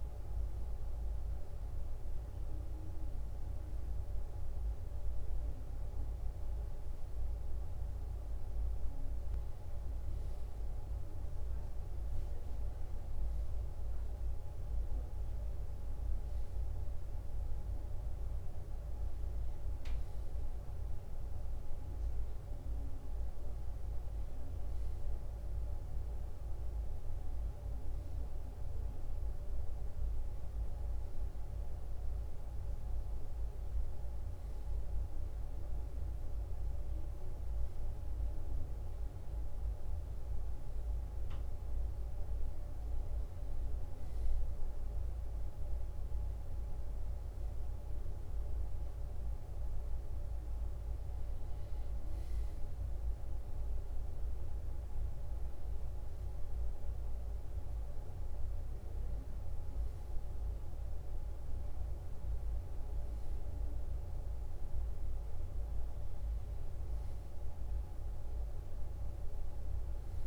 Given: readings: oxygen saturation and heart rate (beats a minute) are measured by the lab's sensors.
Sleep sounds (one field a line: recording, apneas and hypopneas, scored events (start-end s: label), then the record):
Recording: a person awake in a sleep study, hard to hear, by a room microphone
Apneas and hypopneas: none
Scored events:
none scored
From the record:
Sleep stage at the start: awake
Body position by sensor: on the back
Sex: male